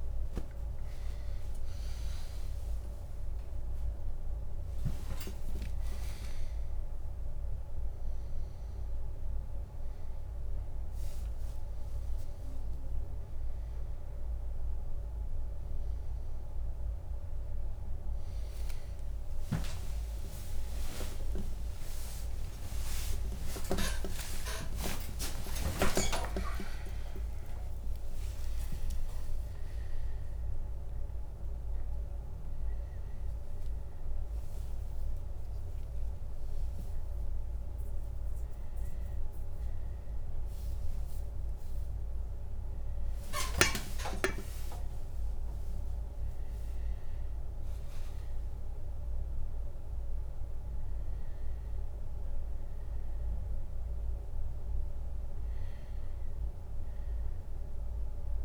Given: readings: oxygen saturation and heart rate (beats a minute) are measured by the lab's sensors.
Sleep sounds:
a person awake in a sleep study, by a room microphone; none
0.00-7.00 s: leg movement (device-marked)
43.00-47.50 s: leg movement (device-marked)
From the record:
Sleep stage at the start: awake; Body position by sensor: on the left side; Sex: male

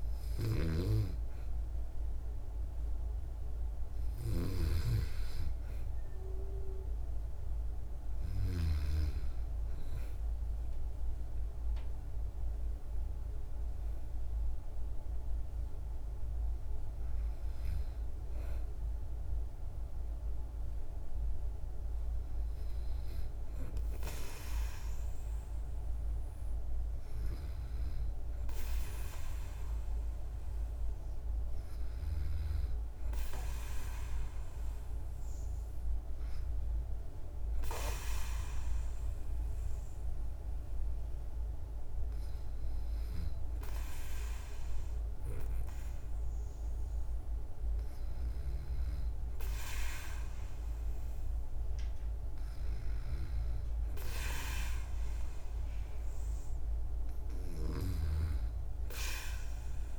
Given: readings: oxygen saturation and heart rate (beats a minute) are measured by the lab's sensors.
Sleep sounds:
breathing in sleep by a room microphone; none
none scored
From the record:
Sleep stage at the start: N2 (light sleep); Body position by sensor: on the back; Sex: female

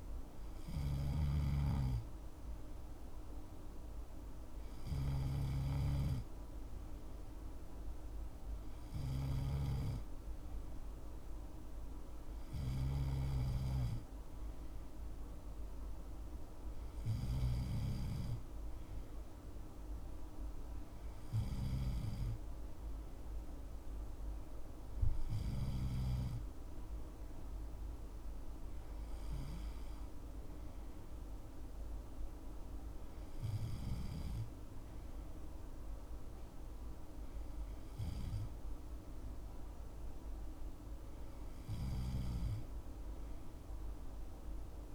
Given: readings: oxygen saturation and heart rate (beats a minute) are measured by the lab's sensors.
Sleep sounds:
breathing in sleep by a room microphone; none
0.00-13.00 s: snoring (device-marked)
From the record:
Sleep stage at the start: N2 (light sleep); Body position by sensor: on the left side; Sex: male

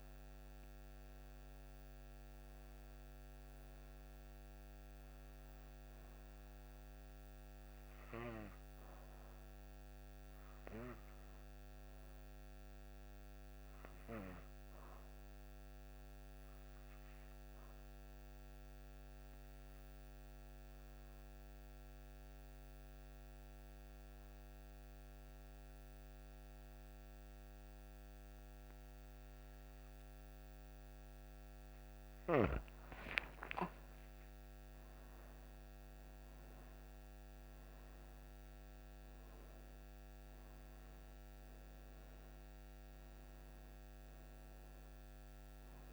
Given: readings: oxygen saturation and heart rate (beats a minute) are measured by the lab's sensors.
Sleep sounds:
breathing in sleep, hard to hear, by a microphone on the trachea; 1
3.50-22.50 s: oxygen desaturation (device-marked, oxygen 95% before, 91% lowest, heart rate 64 before, 58 extreme)
17.50-32.00 s: obstructive apnea (oxygen 95% before, 85% lowest, heart rate 68 before, 57 extreme, up 10 after)
33.00-37.50 s: arousal
33.50-45.93 s: oxygen desaturation (device-marked, oxygen 95% before, 85% lowest, heart rate 62 before, 57 extreme)
From the record:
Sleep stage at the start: N2 (light sleep); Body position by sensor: on the back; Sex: female

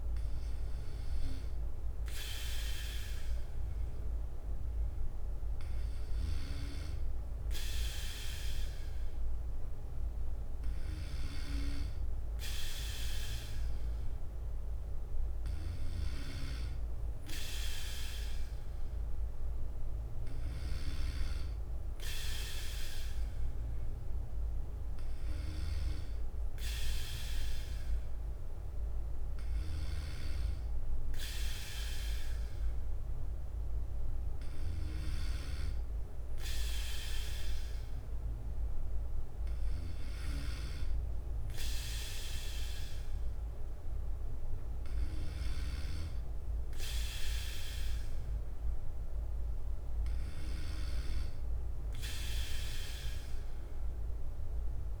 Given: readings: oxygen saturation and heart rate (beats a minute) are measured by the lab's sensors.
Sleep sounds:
breathing in sleep by a room microphone; none
0.00-8.50 s: bradycardia (device-marked, heart rate 59 extreme)
33.50-37.50 s: bradycardia (device-marked, heart rate 58 before, 59 extreme)
50.50-55.00 s: bradycardia (device-marked, heart rate 58 before, 59 extreme)
From the record:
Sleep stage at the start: N2 (light sleep); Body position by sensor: on the back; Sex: male

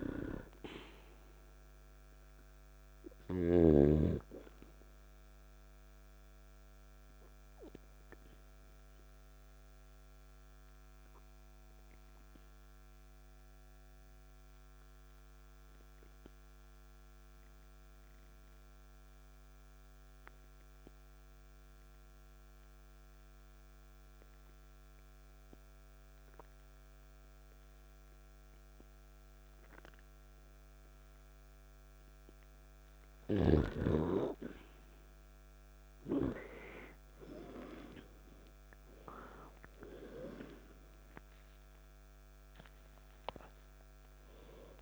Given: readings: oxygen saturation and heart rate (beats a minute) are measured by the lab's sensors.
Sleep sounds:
breathing in sleep by a microphone on the trachea; 1
0.00-5.50 s: oxygen desaturation (device-marked, oxygen 94% lowest, heart rate 52 extreme)
6.50-32.00 s: obstructive apnea (oxygen 99% before, 90% lowest, heart rate 53 before, 49 extreme, up 3 after)
15.50-29.50 s: oxygen desaturation (device-marked, oxygen 96% before, 91% lowest, heart rate 55 before, 49 extreme)
34.50-38.00 s: arousal
41.50-44.82 s: oxygen desaturation (device-marked, oxygen 98% before, 93% lowest, heart rate 52 before, 54 extreme)
From the record:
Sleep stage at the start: N2 (light sleep); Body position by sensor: on the back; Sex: male

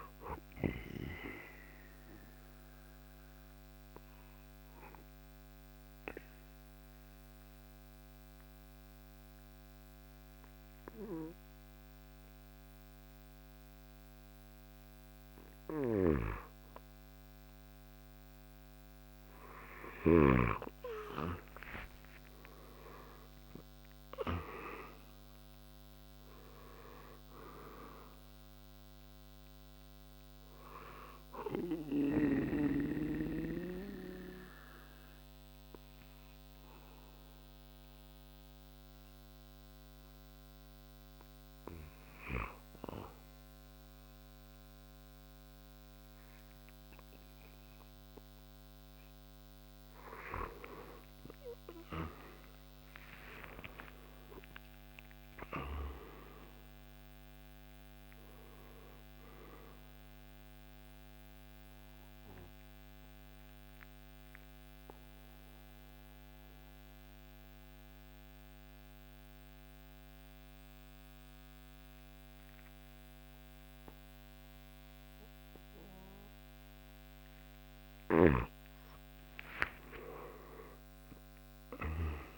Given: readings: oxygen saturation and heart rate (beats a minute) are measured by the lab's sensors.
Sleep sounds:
breathing in sleep by a microphone on the trachea; 3
0.00-5.50 s: drop in pulse transit time (device-marked, heart rate 61 extreme)
0.00-17.50 s: oxygen desaturation (device-marked, oxygen 89% lowest, heart rate 58 extreme)
0.50-16.50 s: central apnea (oxygen 97% before, 89% lowest, heart rate 65 before, 58 extreme, up 8 after)
18.50-22.50 s: arousal
23.50-36.50 s: drop in pulse transit time (device-marked, heart rate 60 before, 59 extreme)
23.50-45.50 s: oxygen desaturation (device-marked, oxygen 97% before, 89% lowest, heart rate 60 before, 58 extreme)
30.50-49.00 s: hypopnea (oxygen 97% before, 89% lowest, heart rate 63 before, 58 extreme, up 13 after)
51.50-55.50 s: arousal
53.50-67.50 s: oxygen desaturation (device-marked, oxygen 96% before, 91% lowest, heart rate 62 before, 58 extreme)
56.50-68.50 s: drop in pulse transit time (device-marked, heart rate 64 before, 58 extreme)
61.00-78.00 s: central apnea (oxygen 96% before, 85% lowest, heart rate 67 before, 57 extreme, up 9 after)
72.50-80.50 s: oxygen desaturation (device-marked, oxygen 92% before, 89% lowest, heart rate 66 before, 57 extreme)
79.50-82.38 s: arousal
From the record:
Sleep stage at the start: N2 (light sleep); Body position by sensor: on the back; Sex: male

